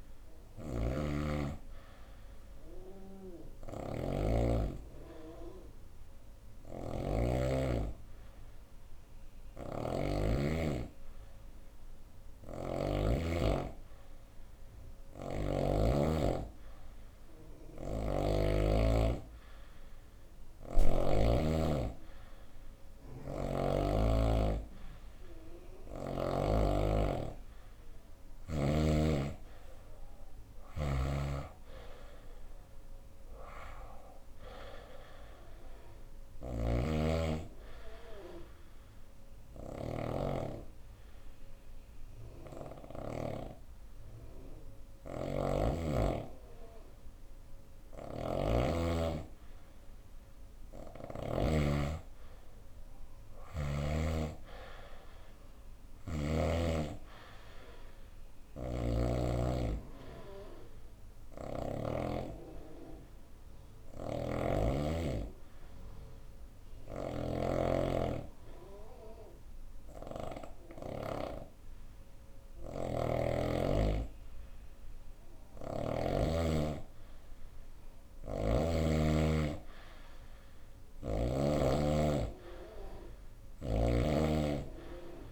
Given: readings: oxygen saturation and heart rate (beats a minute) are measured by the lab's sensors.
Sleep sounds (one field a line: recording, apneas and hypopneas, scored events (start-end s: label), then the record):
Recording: breathing in sleep by a room microphone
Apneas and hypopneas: 2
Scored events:
0.00-9.50 s: snoring (device-marked)
11.50-15.00 s: snoring (device-marked)
17.00-20.50 s: snoring (device-marked)
30.00-42.50 s: snoring (device-marked)
36.00-47.50 s: obstructive apnea (oxygen 97% before, 93% lowest, heart rate 71 before, 66 extreme, up 3 after)
47.00-51.00 s: snoring (device-marked)
51.50-56.00 s: arousal
61.00-74.50 s: hypopnea (oxygen 97% before, 93% lowest, heart rate 69 before, 66 extreme, up 3 after)
63.00-70.50 s: snoring (device-marked)
80.00-83.50 s: snoring (device-marked)
80.00-84.50 s: arousal
From the record:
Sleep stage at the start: N2 (light sleep)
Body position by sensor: on the right side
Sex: female